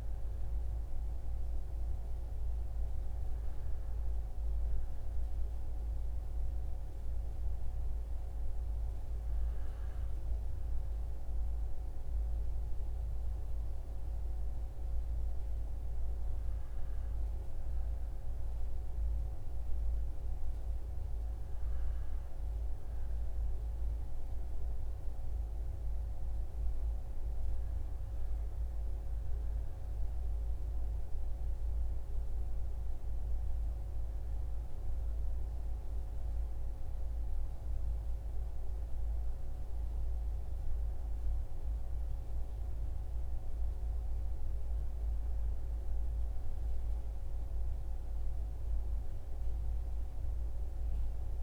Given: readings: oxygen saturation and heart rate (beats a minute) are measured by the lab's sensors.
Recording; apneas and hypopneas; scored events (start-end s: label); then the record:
breathing in sleep, hard to hear, by a room microphone; none
none scored
From the record:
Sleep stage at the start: REM sleep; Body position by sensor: on the back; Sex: male